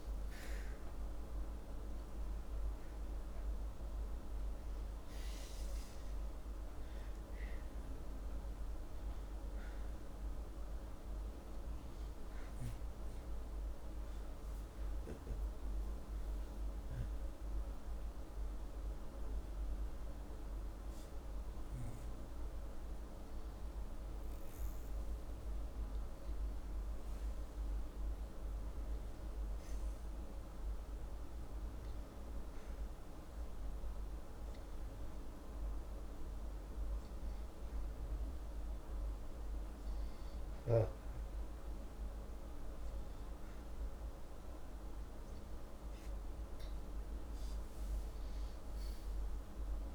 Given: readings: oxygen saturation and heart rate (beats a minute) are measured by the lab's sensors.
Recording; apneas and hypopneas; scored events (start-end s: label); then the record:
breathing in sleep, hard to hear, by a room microphone; 1
33.00-45.00 s: hypopnea (oxygen 97% before, 94% lowest, heart rate 84 before, 80 extreme, up 7 after)
47.50-49.94 s: arousal
From the record:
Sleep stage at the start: N2 (light sleep); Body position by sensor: upright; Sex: male